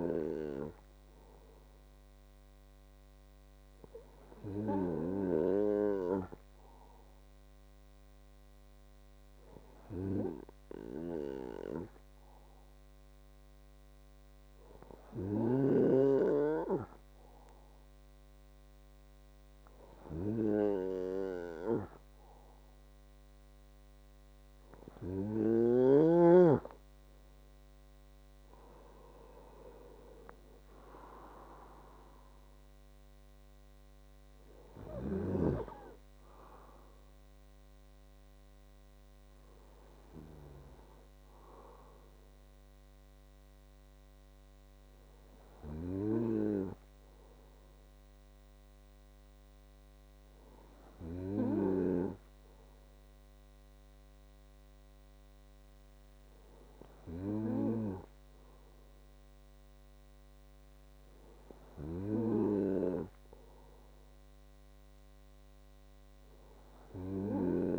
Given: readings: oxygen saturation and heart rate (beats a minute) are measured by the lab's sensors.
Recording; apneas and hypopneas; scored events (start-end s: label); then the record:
breathing in sleep by a microphone on the trachea; 1
5.50-26.00 s: hypopnea (oxygen 98% before, 94% lowest)
28.00-31.00 s: arousal
From the record:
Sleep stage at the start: N2 (light sleep); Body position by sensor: on the right side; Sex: male